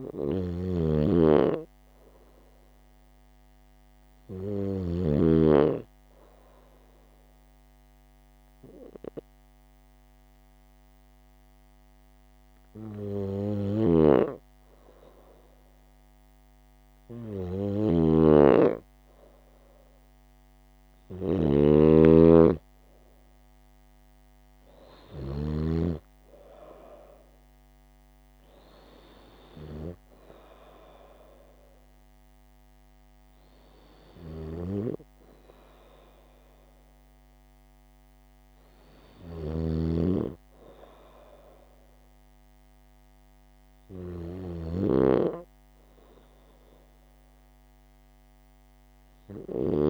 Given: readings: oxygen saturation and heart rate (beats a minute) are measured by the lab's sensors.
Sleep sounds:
breathing in sleep by a microphone on the trachea; 1
0.00-5.50 s: snoring (device-marked)
3.50-18.00 s: hypopnea (oxygen 98% before, 95% lowest, heart rate 76 before, 74 extreme, up 5 after)
13.50-25.50 s: snoring (device-marked)
20.50-25.00 s: arousal
39.50-49.90 s: snoring (device-marked)
From the record:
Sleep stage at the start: N2 (light sleep); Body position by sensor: on the right side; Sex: female

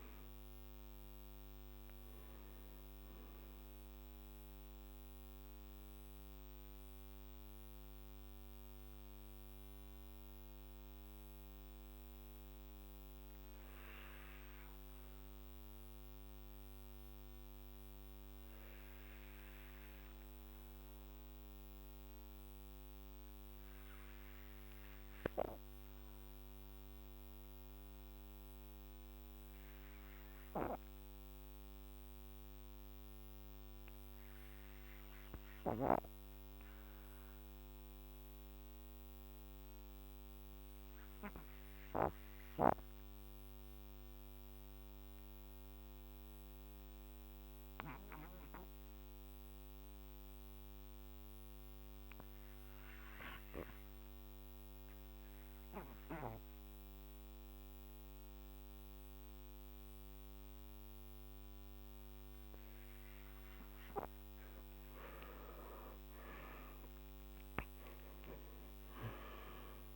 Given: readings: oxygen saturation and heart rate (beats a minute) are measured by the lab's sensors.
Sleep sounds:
breathing in sleep by a microphone on the trachea; 1
5.00-63.50 s: mixed apnea (oxygen 98% before, 76% lowest, heart rate 56 before, 46 extreme, up 23 after)
18.00-32.00 s: oxygen desaturation (device-marked, oxygen 94% before, 83% lowest, heart rate 60 before, 47 extreme)
64.00-69.96 s: oxygen desaturation (device-marked, oxygen 96% before, 76% lowest, heart rate 48 before, 47 extreme)
65.50-69.96 s: arousal
From the record:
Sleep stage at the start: N2 (light sleep); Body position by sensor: on the back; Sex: male

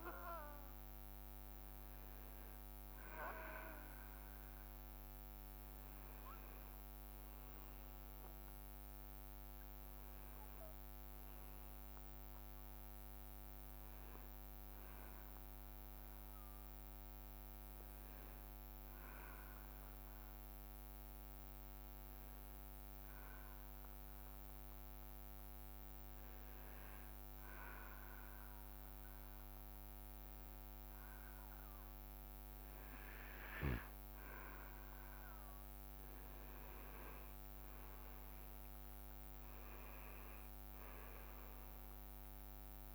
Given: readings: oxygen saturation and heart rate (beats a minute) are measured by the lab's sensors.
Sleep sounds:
breathing in sleep, hard to hear, by a microphone on the trachea; 1
21.50-34.00 s: hypopnea (oxygen 98% before, 94% lowest, heart rate 62 before, 56 extreme, up 6 after)
35.50-42.95 s: oxygen desaturation (device-marked, oxygen 98% before, 94% lowest, heart rate 63 before, 56 extreme)
36.50-38.50 s: leg movement (device-marked)
36.50-40.00 s: arousal
From the record:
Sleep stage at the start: N2 (light sleep); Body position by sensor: on the back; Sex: male

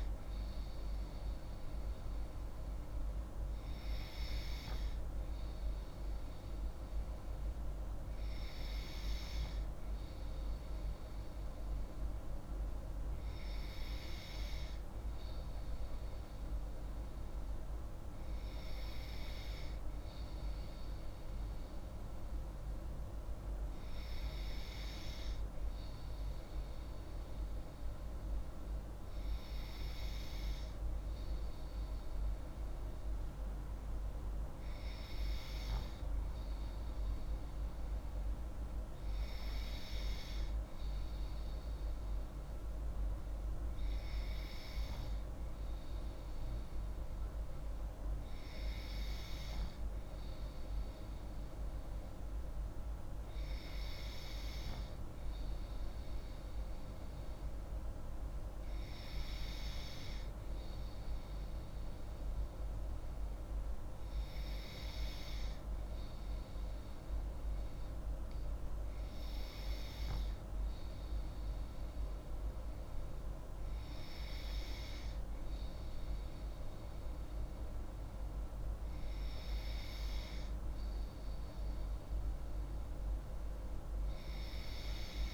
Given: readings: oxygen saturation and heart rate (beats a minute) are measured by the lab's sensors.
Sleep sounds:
breathing in sleep, hard to hear, by a room microphone; none
none scored
From the record:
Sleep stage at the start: N2 (light sleep); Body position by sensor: on the left side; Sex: female

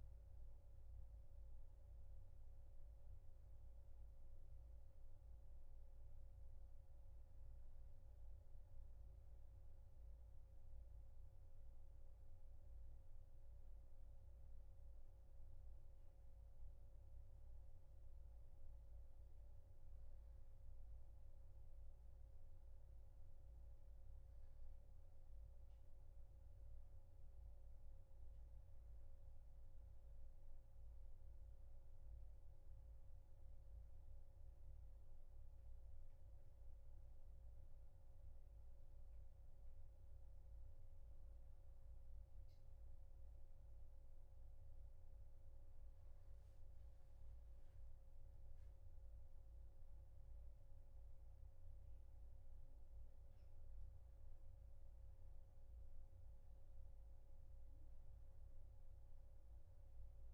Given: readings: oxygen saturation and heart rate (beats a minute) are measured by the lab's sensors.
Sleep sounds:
a person awake in a sleep study, hard to hear, by a room microphone; none
none scored
From the record:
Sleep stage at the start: awake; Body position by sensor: on the back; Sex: male

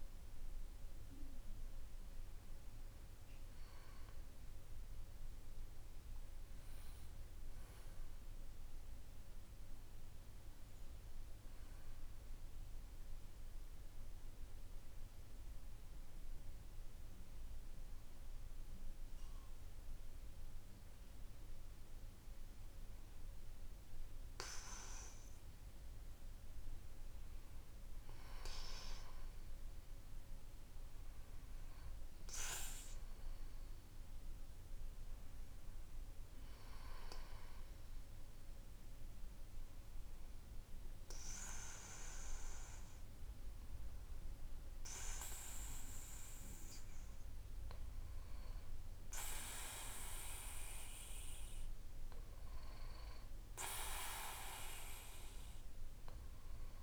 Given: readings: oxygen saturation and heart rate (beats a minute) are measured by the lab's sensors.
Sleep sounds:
breathing in sleep by a room microphone; 1
2.00-6.50 s: arousal
13.50-26.50 s: hypopnea (oxygen 95% before, 93% lowest, heart rate 58 before, 56 extreme, up 5 after)
28.00-32.50 s: arousal
From the record:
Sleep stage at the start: N2 (light sleep); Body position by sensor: on the back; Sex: male

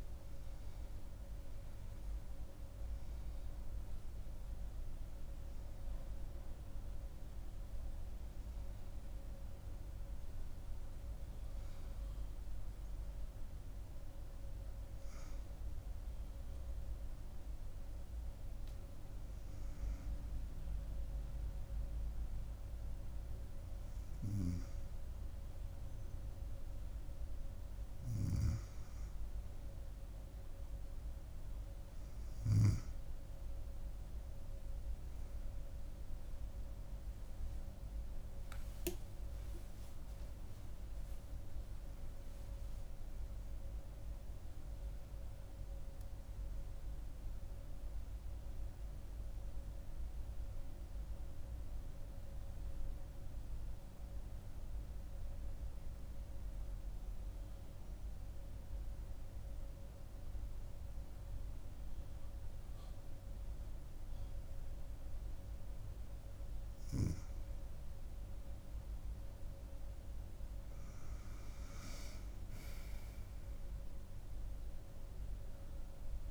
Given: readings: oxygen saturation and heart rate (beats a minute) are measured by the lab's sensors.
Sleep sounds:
a person partly awake in a sleep study, hard to hear, by a room microphone; 1
6.00-76.31 s: new sleep stage, N2 (light sleep)
19.00-61.00 s: oxygen desaturation (device-marked, oxygen 98% before, 93% lowest, heart rate 70 before, 67 extreme)
37.50-41.50 s: arousal
52.00-66.00 s: hypopnea (oxygen 97% before, 88% lowest, heart rate 88 before, 65 extreme, up 23 after)
69.00-76.31 s: oxygen desaturation (device-marked, oxygen 97% before, 88% lowest, heart rate 84 before, 65 extreme)
70.50-74.50 s: arousal
From the record:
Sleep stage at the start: awake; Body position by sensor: on the back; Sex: female

